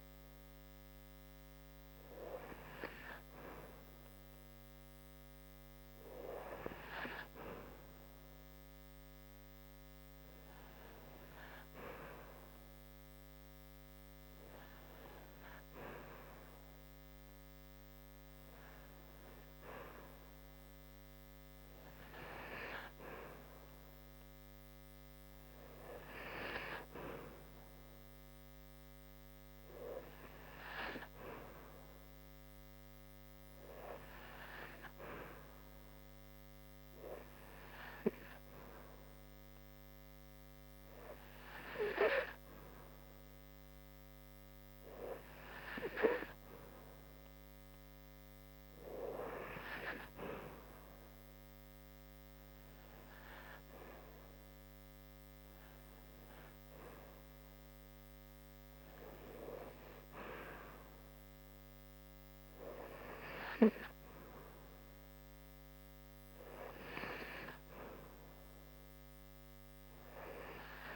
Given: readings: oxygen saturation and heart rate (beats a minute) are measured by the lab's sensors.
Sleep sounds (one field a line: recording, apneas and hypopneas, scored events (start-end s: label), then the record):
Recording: breathing in sleep by a microphone on the trachea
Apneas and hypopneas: none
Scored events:
65.50-70.96 s: new sleep stage, REM sleep
From the record:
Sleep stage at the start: N2 (light sleep)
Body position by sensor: on the back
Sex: female